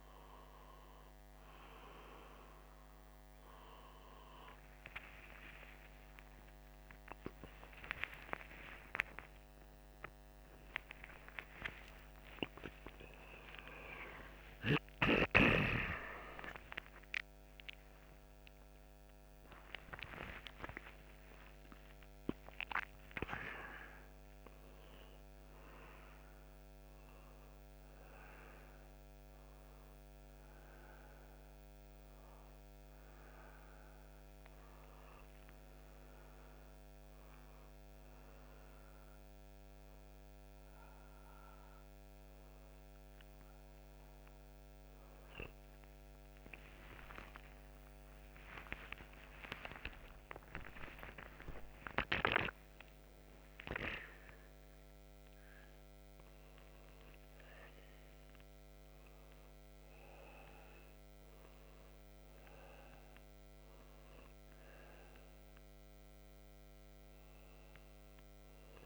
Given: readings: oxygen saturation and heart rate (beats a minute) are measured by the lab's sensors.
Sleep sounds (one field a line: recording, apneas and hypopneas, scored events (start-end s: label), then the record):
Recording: a person awake in a sleep study, by a microphone on the trachea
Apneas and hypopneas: none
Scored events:
1.50-68.86 s: new sleep stage, awake
From the record:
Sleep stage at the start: N2 (light sleep)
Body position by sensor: upright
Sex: male